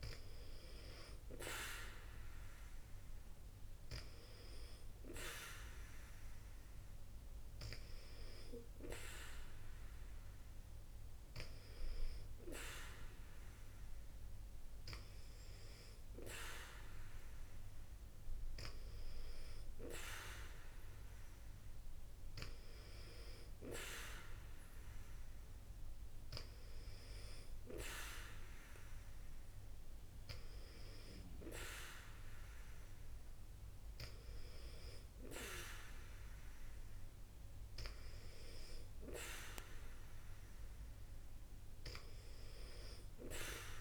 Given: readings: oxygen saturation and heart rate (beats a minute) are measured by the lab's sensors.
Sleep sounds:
breathing in sleep by a room microphone; none
none scored
From the record:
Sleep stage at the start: N2 (light sleep); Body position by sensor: on the back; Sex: female

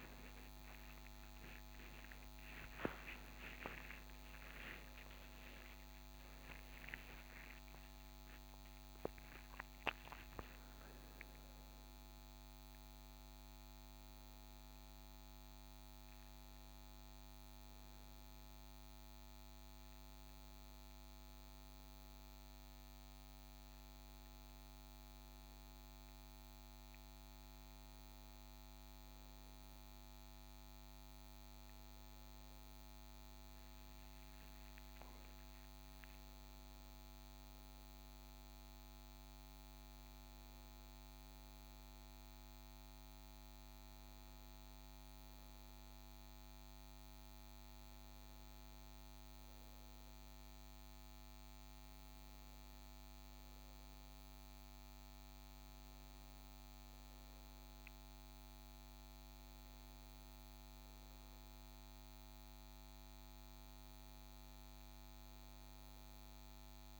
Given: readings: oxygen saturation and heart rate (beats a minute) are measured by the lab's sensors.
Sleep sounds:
a person partly awake in a sleep study, hard to hear, by a microphone on the trachea; none
8.50-18.50 s: oxygen desaturation (device-marked, oxygen 97% before, 94% lowest, heart rate 106 before, 68 extreme)
13.50-67.00 s: new sleep stage, N1 (lightest sleep)
From the record:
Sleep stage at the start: awake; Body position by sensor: on the right side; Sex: male

